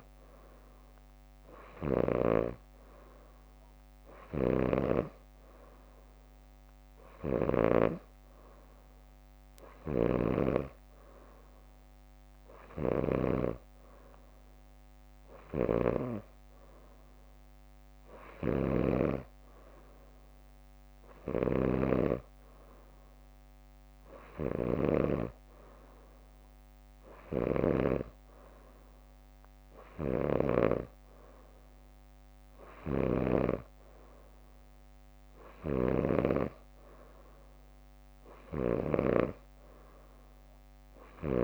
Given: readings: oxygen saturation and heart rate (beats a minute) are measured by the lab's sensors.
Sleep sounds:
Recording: breathing in sleep by a microphone on the trachea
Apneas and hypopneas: none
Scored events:
4.00-14.00 s: leg movement (device-marked)
18.50-20.00 s: leg movement (device-marked)
18.50-22.00 s: snoring (device-marked)
21.50-23.00 s: leg movement (device-marked)
35.50-41.00 s: leg movement (device-marked)
From the record:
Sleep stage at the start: N3 (deep sleep)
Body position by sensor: on the back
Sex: female

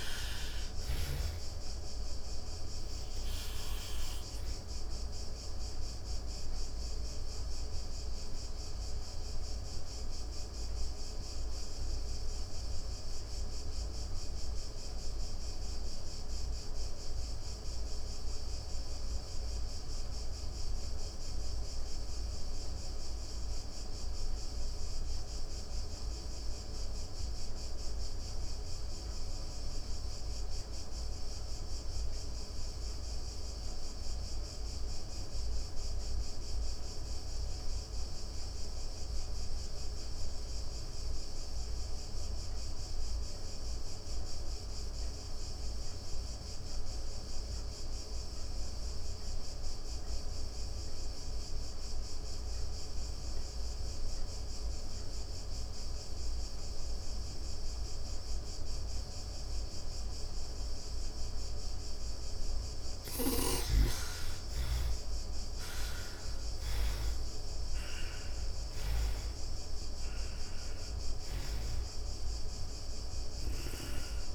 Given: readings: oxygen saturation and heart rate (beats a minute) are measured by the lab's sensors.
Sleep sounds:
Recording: breathing in sleep, hard to hear, by a room microphone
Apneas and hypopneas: 1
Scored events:
0.00-20.00 s: oxygen desaturation (device-marked, oxygen 82% lowest, heart rate 105 extreme)
2.00-61.00 s: obstructive apnea (oxygen 99% before, 62% lowest, heart rate 135 before, 105 extreme, up 27 after)
29.00-45.00 s: oxygen desaturation (device-marked, oxygen 98% before, 90% lowest, heart rate 133 before, 115 extreme)
50.00-55.00 s: oxygen desaturation (device-marked, oxygen 93% before, 88% lowest, heart rate 130 before, 108 extreme)
60.00-74.35 s: oxygen desaturation (device-marked, oxygen 90% before, 62% lowest, heart rate 155 before, 84 extreme)
62.50-67.50 s: arousal
From the record:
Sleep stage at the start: N2 (light sleep)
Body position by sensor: on the back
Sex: female

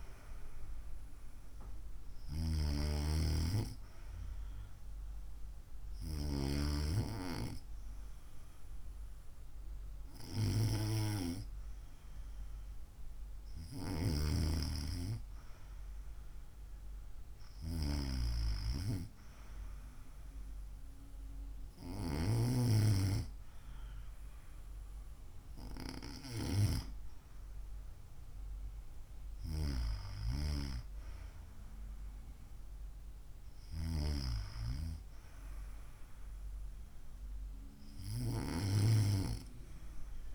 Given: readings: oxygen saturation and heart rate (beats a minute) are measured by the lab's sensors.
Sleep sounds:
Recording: breathing in sleep by a room microphone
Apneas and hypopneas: none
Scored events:
none scored
From the record:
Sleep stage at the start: N2 (light sleep)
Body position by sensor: on the right side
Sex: female

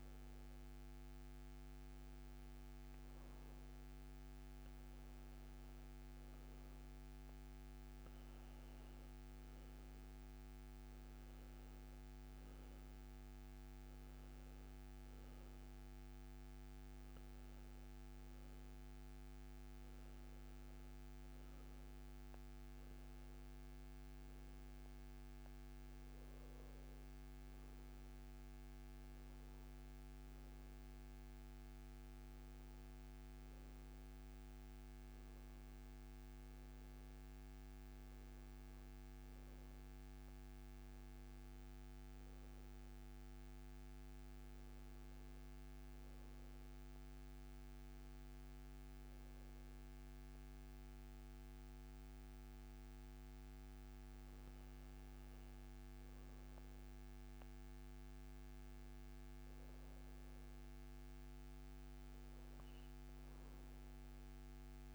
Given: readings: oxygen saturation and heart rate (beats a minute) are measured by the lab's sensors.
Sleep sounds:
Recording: breathing in sleep, hard to hear, by a microphone on the trachea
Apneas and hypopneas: none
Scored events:
9.50-26.50 s: oxygen desaturation (device-marked, oxygen 94% before, 91% lowest, heart rate 71 before, 70 extreme)
48.50-64.95 s: new sleep stage, N2 (light sleep)
62.50-64.95 s: oxygen desaturation (device-marked, oxygen 95% before, 91% lowest, heart rate 69 before, 65 extreme)
From the record:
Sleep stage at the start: N1 (lightest sleep)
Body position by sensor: on the back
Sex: male

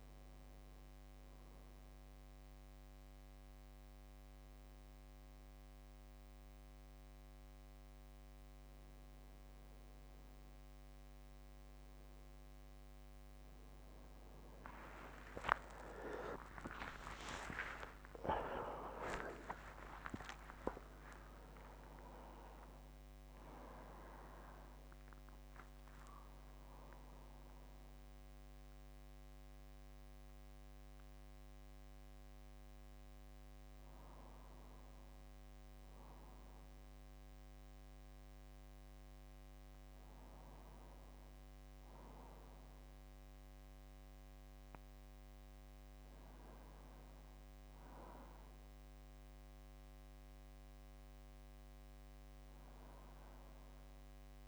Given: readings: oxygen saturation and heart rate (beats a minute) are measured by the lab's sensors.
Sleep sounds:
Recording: breathing in sleep by a microphone on the trachea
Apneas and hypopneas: none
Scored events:
16.00-23.00 s: arousal
45.00-54.48 s: oxygen desaturation (device-marked, oxygen 99% before, 93% lowest)
From the record:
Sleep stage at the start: N2 (light sleep)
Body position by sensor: on the back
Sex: male

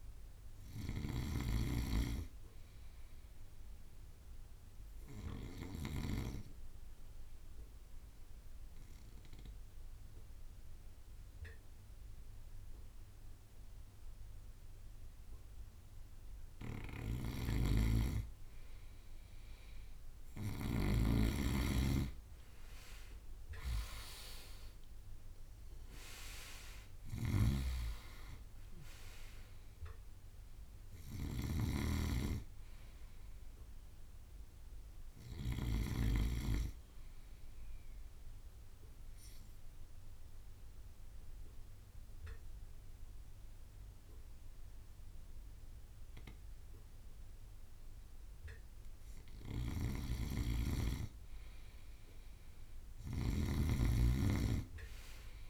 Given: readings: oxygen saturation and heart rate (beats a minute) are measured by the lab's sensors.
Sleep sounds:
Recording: breathing in sleep by a room microphone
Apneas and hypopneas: 2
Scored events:
0.00-1.50 s: snoring (device-marked)
0.00-15.00 s: oxygen desaturation (device-marked, oxygen 94% lowest, heart rate 51 extreme)
0.00-23.00 s: bradycardia (device-marked, heart rate 51 extreme)
5.00-17.00 s: obstructive apnea (oxygen 98% before, 94% lowest, heart rate 56 before, 51 extreme, up 1 after)
17.00-21.00 s: snoring (device-marked)
23.00-28.00 s: arousal
27.00-36.00 s: oxygen desaturation (device-marked, oxygen 98% before, 94% lowest, heart rate 57 before, 51 extreme)
27.00-36.00 s: snoring (device-marked)
28.00-51.00 s: bradycardia (device-marked, heart rate 58 before, 51 extreme)
38.50-49.50 s: obstructive apnea (oxygen 98% before, 94% lowest, heart rate 57 before, 52 extreme, up 10 after)
49.50-55.50 s: snoring (device-marked)
51.00-55.50 s: drop in pulse transit time (device-marked, heart rate 53 before, 58 extreme)
From the record:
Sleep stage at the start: N2 (light sleep)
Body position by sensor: on the right side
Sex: male

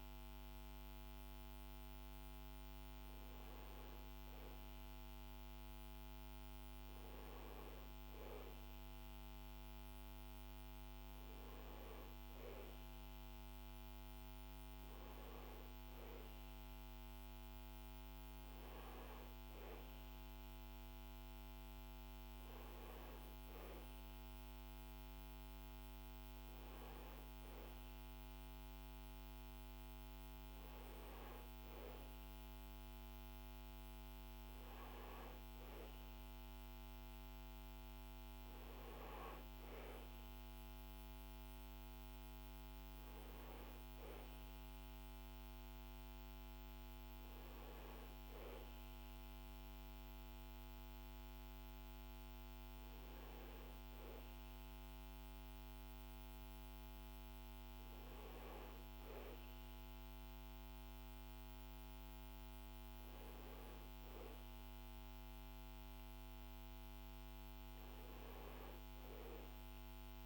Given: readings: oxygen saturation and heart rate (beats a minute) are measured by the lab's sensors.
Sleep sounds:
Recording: breathing in sleep, hard to hear, by a microphone on the trachea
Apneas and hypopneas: none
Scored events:
none scored
From the record:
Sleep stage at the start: N2 (light sleep)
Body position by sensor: on the back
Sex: male

